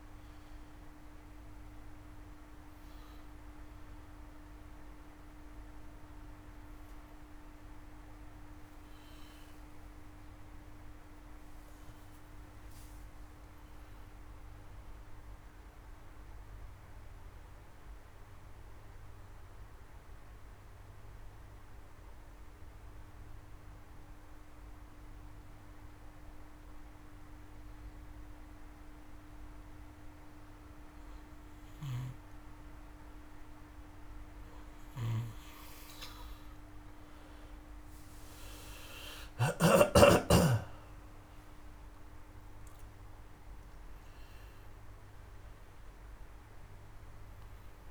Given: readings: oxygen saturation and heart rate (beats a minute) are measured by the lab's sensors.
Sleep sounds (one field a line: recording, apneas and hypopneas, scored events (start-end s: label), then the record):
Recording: breathing in sleep by a room microphone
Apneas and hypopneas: 1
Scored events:
0.00-6.50 s: oxygen desaturation (device-marked, oxygen 89% lowest)
11.00-14.50 s: arousal
17.50-30.00 s: obstructive apnea (oxygen 93% before, 87% lowest)
31.00-39.00 s: snoring (device-marked)
33.50-47.90 s: oxygen desaturation (device-marked, oxygen 99% before, 89% lowest)
34.00-38.50 s: arousal
From the record:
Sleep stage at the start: N2 (light sleep)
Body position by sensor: on the back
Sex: male